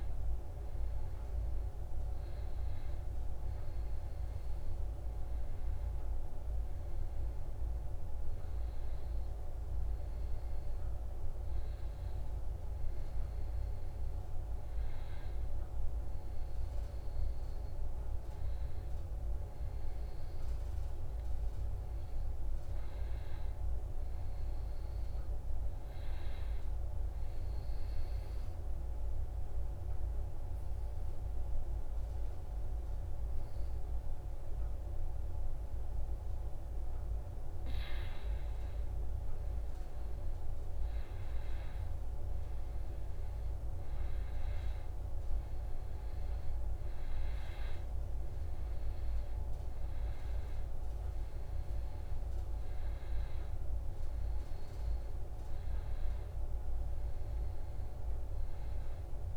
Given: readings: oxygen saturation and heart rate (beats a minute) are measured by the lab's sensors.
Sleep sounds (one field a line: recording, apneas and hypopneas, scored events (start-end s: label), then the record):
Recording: breathing in sleep, hard to hear, by a room microphone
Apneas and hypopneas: 1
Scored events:
21.50-25.00 s: arousal
27.50-37.50 s: obstructive apnea (oxygen 97% before, 93% lowest, heart rate 71 before, 65 extreme, up 5 after)
39.00-43.50 s: arousal
45.00-59.00 s: oxygen desaturation (device-marked, oxygen 96% before, 93% lowest, heart rate 67 before, 68 extreme)
From the record:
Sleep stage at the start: N1 (lightest sleep)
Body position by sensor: on the back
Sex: male